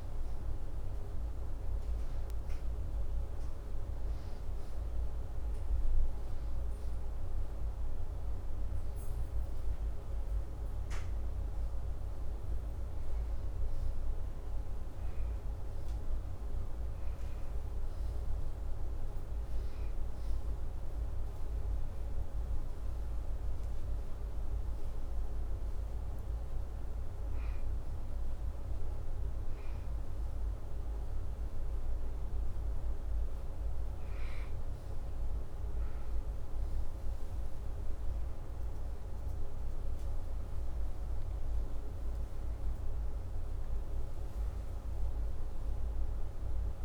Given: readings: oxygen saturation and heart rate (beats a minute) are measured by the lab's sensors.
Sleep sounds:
breathing in sleep, hard to hear, by a room microphone; none
38.00-42.50 s: arousal
From the record:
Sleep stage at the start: N2 (light sleep); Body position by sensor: upright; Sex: male

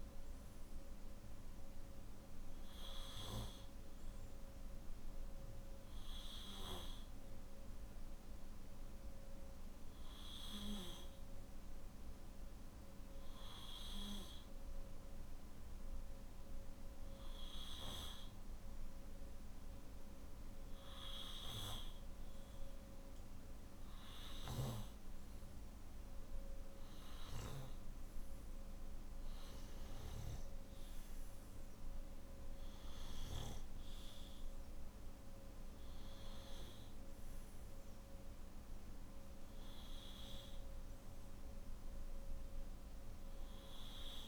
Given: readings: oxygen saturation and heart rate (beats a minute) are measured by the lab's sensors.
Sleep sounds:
breathing in sleep by a room microphone; none
none scored
From the record:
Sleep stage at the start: N3 (deep sleep); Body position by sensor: on the back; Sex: male

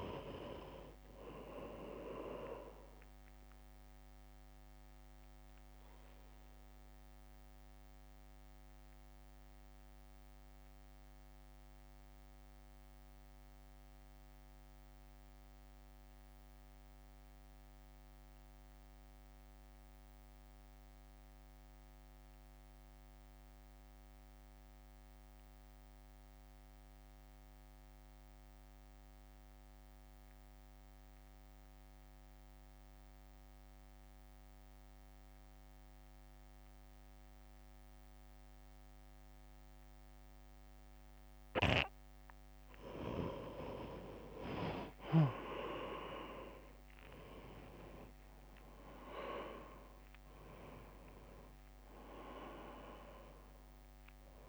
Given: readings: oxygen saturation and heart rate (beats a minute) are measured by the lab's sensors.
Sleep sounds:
breathing in sleep by a microphone on the trachea; 1
0.00-11.50 s: oxygen desaturation (device-marked, oxygen 91% lowest, heart rate 52 extreme)
0.00-12.50 s: drop in pulse transit time (device-marked, heart rate 52 extreme)
5.50-41.50 s: mixed apnea (oxygen 98% before, 88% lowest, heart rate 59 before, 52 extreme, up 8 after)
17.50-27.50 s: oxygen desaturation (device-marked, oxygen 92% before, 89% lowest, heart rate 54 before, 53 extreme)
40.50-54.49 s: oxygen desaturation (device-marked, oxygen 97% before, 89% lowest, heart rate 60 before, 52 extreme)
44.00-48.00 s: arousal
48.50-54.49 s: drop in pulse transit time (device-marked, heart rate 58 before, 52 extreme)
From the record:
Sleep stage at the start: N2 (light sleep); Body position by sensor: on the right side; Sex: male

